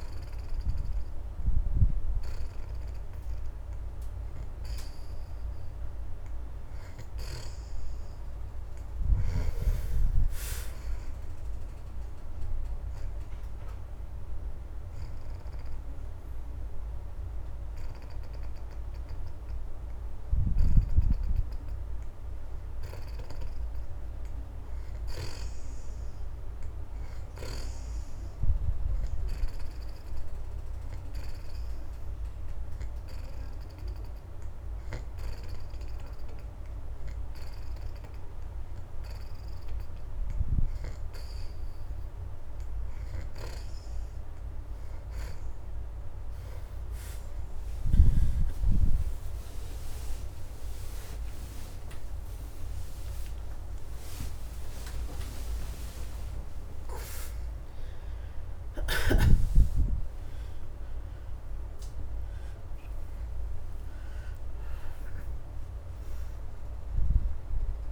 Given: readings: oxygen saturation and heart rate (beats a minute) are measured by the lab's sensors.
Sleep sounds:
breathing in sleep by a room microphone; 2
0.00-11.00 s: oxygen desaturation (device-marked, oxygen 60% lowest)
12.50-23.00 s: hypopnea (oxygen 71% before, 54% lowest)
24.50-26.50 s: arousal
28.50-40.00 s: hypopnea (oxygen 70% before, 54% lowest)
30.00-40.00 s: oxygen desaturation (device-marked, oxygen 69% before, 64% lowest)
42.00-56.00 s: oxygen desaturation (device-marked, oxygen 69% before, 59% lowest)
60.00-67.92 s: new sleep stage, awake
From the record:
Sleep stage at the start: N2 (light sleep); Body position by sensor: on the back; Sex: female

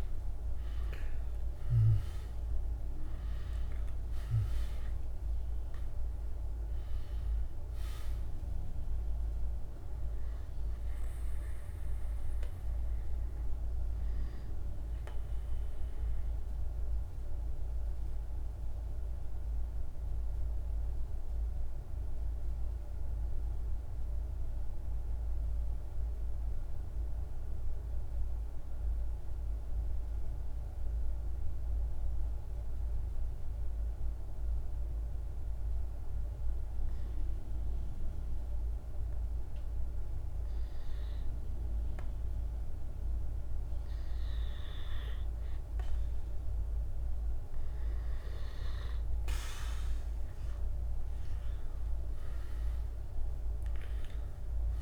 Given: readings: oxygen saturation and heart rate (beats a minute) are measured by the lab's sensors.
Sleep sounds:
breathing in sleep, hard to hear, by a room microphone; 1
0.00-19.00 s: oxygen desaturation (device-marked, oxygen 89% lowest, heart rate 46 extreme)
15.50-44.00 s: mixed apnea (oxygen 98% before, 89% lowest, heart rate 57 before, 46 extreme, up 3 after)
37.00-54.82 s: oxygen desaturation (device-marked, oxygen 99% before, 90% lowest, heart rate 47 before, 45 extreme)
48.50-53.50 s: arousal
From the record:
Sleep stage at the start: N2 (light sleep); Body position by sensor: on the back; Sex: male

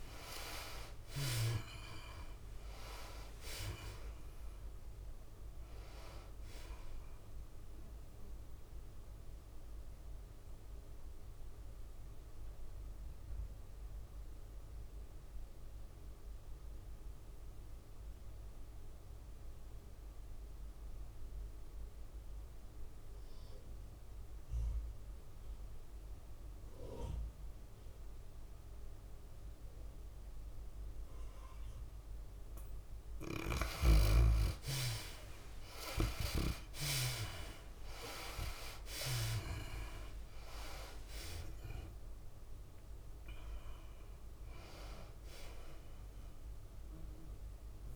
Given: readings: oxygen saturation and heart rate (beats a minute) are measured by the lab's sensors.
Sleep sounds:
breathing in sleep by a room microphone; 1
0.00-1.00 s: arousal
0.00-18.50 s: oxygen desaturation (device-marked, oxygen 74% lowest, heart rate 89 extreme)
0.00-18.50 s: tachycardia (device-marked, heart rate 107 extreme)
1.50-16.50 s: drop in pulse transit time (device-marked, heart rate 94 before, 100 extreme)
9.00-34.00 s: mixed apnea (oxygen 93% before, 72% lowest, heart rate 96 before, 94 extreme, up 10 after)
31.50-47.95 s: oxygen desaturation (device-marked, oxygen 97% before, 73% lowest, heart rate 100 before, 93 extreme)
36.50-41.00 s: arousal
36.50-47.95 s: tachycardia (device-marked, heart rate 107 before, 108 extreme)
37.50-47.95 s: drop in pulse transit time (device-marked, heart rate 98 before, 97 extreme)
From the record:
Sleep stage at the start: N2 (light sleep); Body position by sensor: on the back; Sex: female

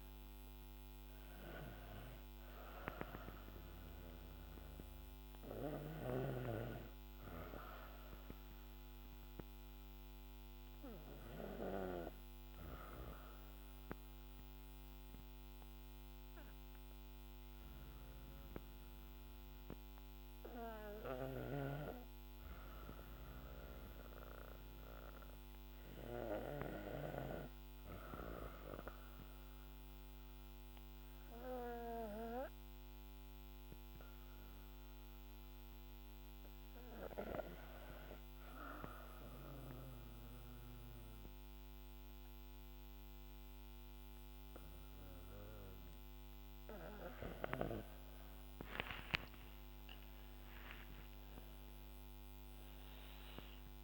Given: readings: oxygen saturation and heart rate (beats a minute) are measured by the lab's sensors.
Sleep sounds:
breathing in sleep by a microphone on the trachea; 1
0.00-19.50 s: oxygen desaturation (device-marked, oxygen 90% lowest, heart rate 52 extreme)
12.50-27.50 s: hypopnea (oxygen 99% before, 90% lowest, heart rate 60 before, 51 extreme, up 5 after)
15.50-53.84 s: new sleep stage, N2 (light sleep)
20.50-26.50 s: snoring (device-marked)
29.00-33.00 s: arousal
39.50-53.84 s: oxygen desaturation (device-marked, oxygen 98% before, 90% lowest, heart rate 56 before, 51 extreme)
48.00-51.50 s: arousal
From the record:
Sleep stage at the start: REM sleep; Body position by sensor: on the back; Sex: female

